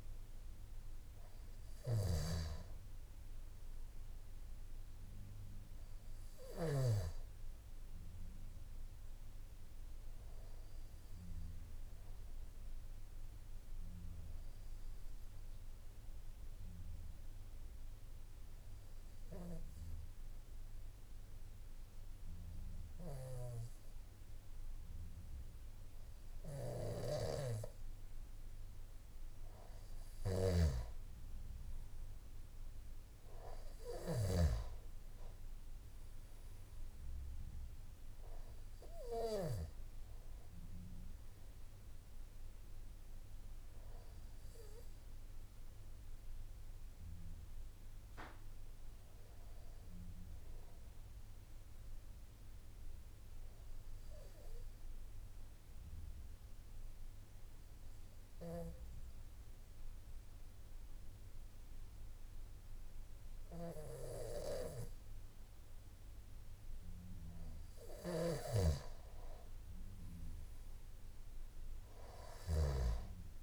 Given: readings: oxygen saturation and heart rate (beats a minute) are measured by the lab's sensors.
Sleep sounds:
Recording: breathing in sleep by a room microphone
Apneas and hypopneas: 2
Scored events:
2.50-21.50 s: oxygen desaturation (device-marked, oxygen 97% before, 93% lowest, heart rate 54 before, 51 extreme)
15.00-29.50 s: obstructive apnea (oxygen 97% before, 93% lowest, heart rate 54 before, 52 extreme, up 5 after)
30.00-34.50 s: snoring (device-marked)
52.50-66.50 s: obstructive apnea (oxygen 96% before, 93% lowest, heart rate 55 before, 50 extreme, up 4 after)
57.50-73.43 s: new sleep stage, N1 (lightest sleep)
From the record:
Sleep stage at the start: N3 (deep sleep)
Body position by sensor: on the back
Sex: male

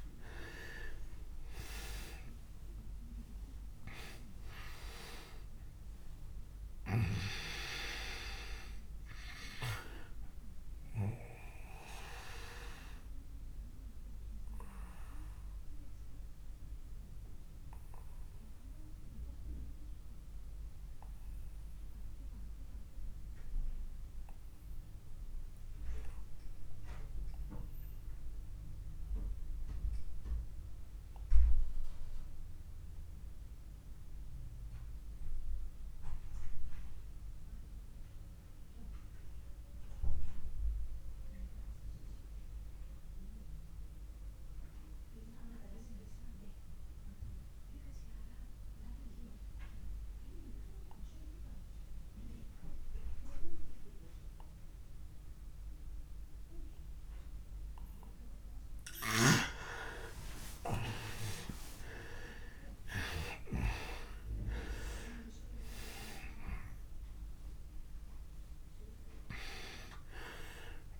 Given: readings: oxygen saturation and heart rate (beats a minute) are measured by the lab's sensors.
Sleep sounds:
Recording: breathing in sleep by a room microphone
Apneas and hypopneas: 1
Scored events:
0.00-2.50 s: arousal
0.00-28.50 s: oxygen desaturation (device-marked, oxygen 84% lowest)
11.50-57.00 s: obstructive apnea (oxygen 98% before, 84% lowest)
50.50-71.00 s: oxygen desaturation (device-marked, oxygen 99% before, 85% lowest)
59.00-63.00 s: arousal
From the record:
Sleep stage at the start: REM sleep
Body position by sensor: on the back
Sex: male

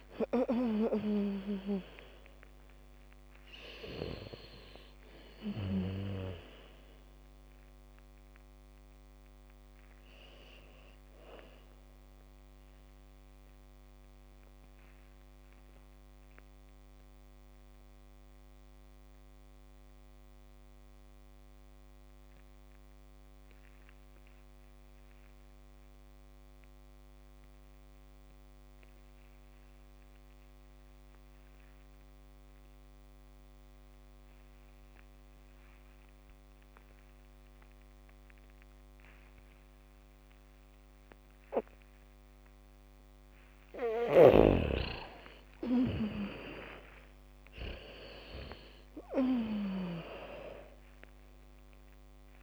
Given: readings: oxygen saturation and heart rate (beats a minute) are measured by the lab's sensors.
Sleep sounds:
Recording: breathing in sleep by a microphone on the trachea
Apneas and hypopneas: 1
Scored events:
0.00-1.50 s: bradycardia (device-marked, heart rate 54 extreme)
0.00-2.00 s: arousal
0.00-21.50 s: oxygen desaturation (device-marked, oxygen 76% lowest, heart rate 49 extreme)
14.50-43.00 s: mixed apnea (oxygen 96% before, 74% lowest, heart rate 67 before, 27 extreme, up 1 after)
34.50-52.43 s: oxygen desaturation (device-marked, oxygen 99% before, 74% lowest, heart rate 76 before, 27 extreme)
35.50-51.50 s: bradycardia (device-marked, heart rate 71 before, 27 extreme)
44.50-52.43 s: snoring (device-marked)
45.00-50.50 s: arousal
From the record:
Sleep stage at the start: N2 (light sleep)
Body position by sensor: on the back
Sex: female

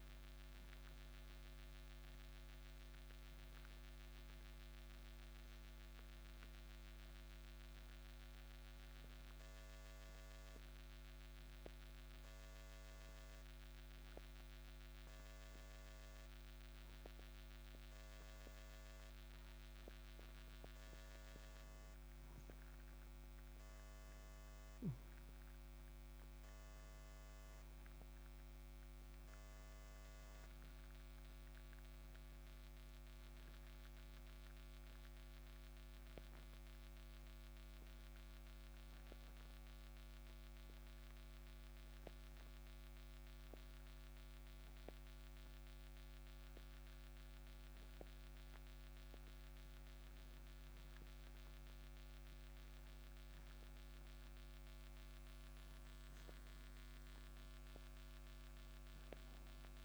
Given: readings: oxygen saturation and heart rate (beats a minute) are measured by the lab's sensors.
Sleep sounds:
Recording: breathing in sleep, hard to hear, by a microphone on the trachea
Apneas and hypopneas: 2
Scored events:
9.50-20.50 s: obstructive apnea (oxygen 97% before, 92% lowest, heart rate 62 before, 58 extreme, up 6 after)
23.00-27.00 s: arousal
37.00-54.00 s: oxygen desaturation (device-marked, oxygen 96% before, 92% lowest, heart rate 63 before, 58 extreme)
38.00-49.50 s: obstructive apnea (oxygen 96% before, 91% lowest, heart rate 63 before, 58 extreme, up 5 after)
52.00-55.50 s: arousal
From the record:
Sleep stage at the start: N2 (light sleep)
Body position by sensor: on the right side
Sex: male

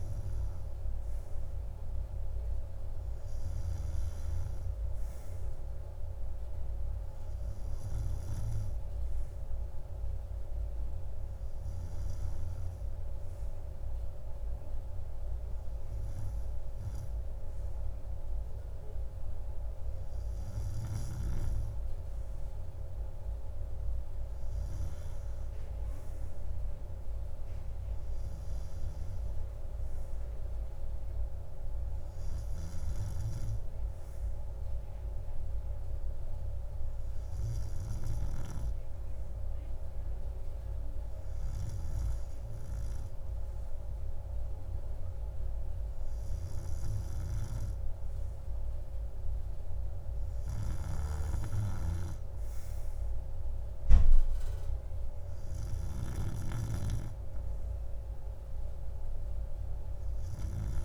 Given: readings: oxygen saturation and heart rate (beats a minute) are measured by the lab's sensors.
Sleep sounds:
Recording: breathing in sleep, hard to hear, by a room microphone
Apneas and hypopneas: none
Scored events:
42.50-60.85 s: new sleep stage, N2 (light sleep)
From the record:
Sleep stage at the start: REM sleep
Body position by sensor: on the right side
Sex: male

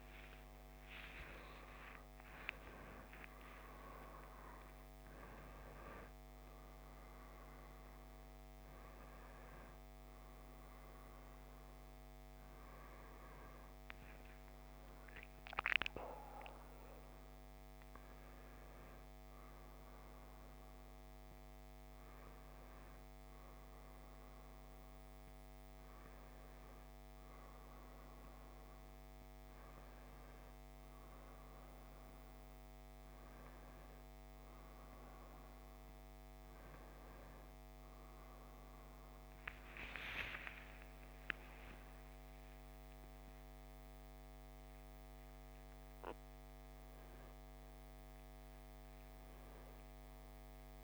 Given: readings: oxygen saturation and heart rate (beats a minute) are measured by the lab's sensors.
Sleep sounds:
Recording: a person awake in a sleep study, by a microphone on the trachea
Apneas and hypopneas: none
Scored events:
none scored
From the record:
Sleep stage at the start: awake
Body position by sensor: on the back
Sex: male

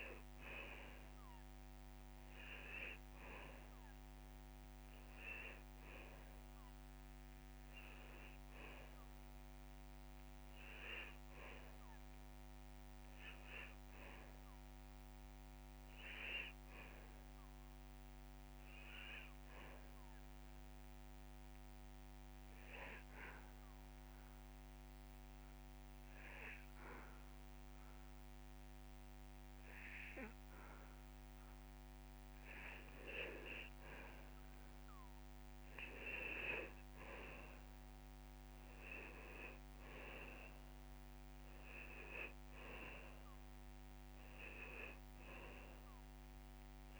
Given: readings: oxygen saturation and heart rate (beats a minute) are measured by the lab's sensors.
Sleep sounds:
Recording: breathing in sleep by a microphone on the trachea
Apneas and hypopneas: 1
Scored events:
9.50-26.50 s: oxygen desaturation (device-marked, oxygen 96% before, 90% lowest)
22.50-33.00 s: obstructive apnea (oxygen 97% before, 92% lowest)
35.00-37.50 s: arousal
39.50-46.50 s: drop in pulse transit time (device-marked)
43.50-47.00 s: oxygen desaturation (device-marked, oxygen 98% before, 92% lowest)
From the record:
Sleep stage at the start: N2 (light sleep)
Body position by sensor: on the back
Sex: male

